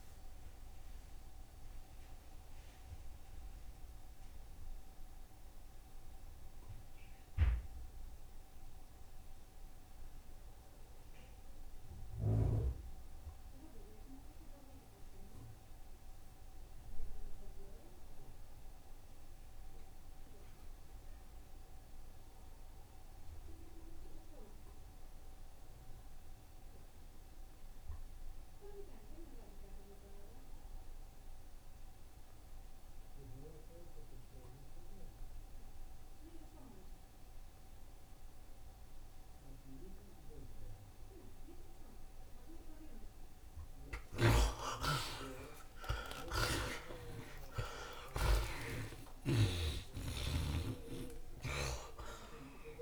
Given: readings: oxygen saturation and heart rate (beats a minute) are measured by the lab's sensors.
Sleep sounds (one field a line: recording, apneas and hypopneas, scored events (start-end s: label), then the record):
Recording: breathing in sleep by a room microphone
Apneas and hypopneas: 1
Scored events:
0.00-1.50 s: long interval between heartbeats (device-marked, heart rate 66 extreme)
0.00-16.50 s: oxygen desaturation (device-marked, oxygen 48% lowest, heart rate 40 extreme)
0.50-7.50 s: bradycardia (device-marked, heart rate 85 before, 40 extreme)
1.50-43.00 s: mixed apnea (oxygen 82% before, 48% lowest)
18.50-52.82 s: oxygen desaturation (device-marked, oxygen 84% before, 49% lowest)
43.50-49.50 s: tachycardia (device-marked, heart rate 84 before, 126 extreme)
44.50-49.00 s: arousal
44.50-50.00 s: snoring (device-marked)
47.00-49.00 s: long interval between heartbeats (device-marked, heart rate 77 before, 106 extreme)
50.00-52.00 s: long interval between heartbeats (device-marked, heart rate 83 before, 135 extreme)
From the record:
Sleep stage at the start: N2 (light sleep)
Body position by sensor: on the right side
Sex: male